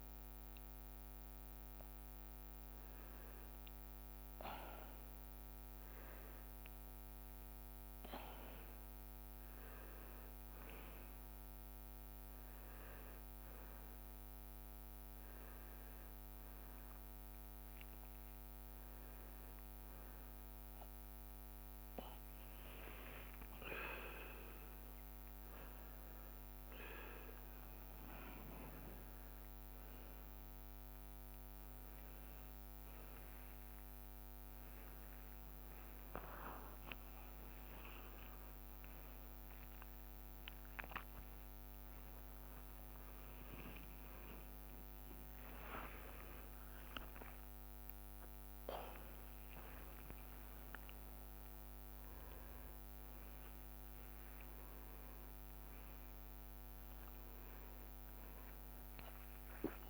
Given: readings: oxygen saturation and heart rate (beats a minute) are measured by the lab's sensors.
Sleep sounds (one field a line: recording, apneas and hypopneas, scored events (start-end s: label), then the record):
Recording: a person awake in a sleep study, by a microphone on the trachea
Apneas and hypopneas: none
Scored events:
1.50-3.50 s: leg movement (device-marked)
5.50-10.00 s: leg movement (device-marked)
21.50-25.00 s: leg movement (device-marked)
From the record:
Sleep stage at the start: awake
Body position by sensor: upright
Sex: male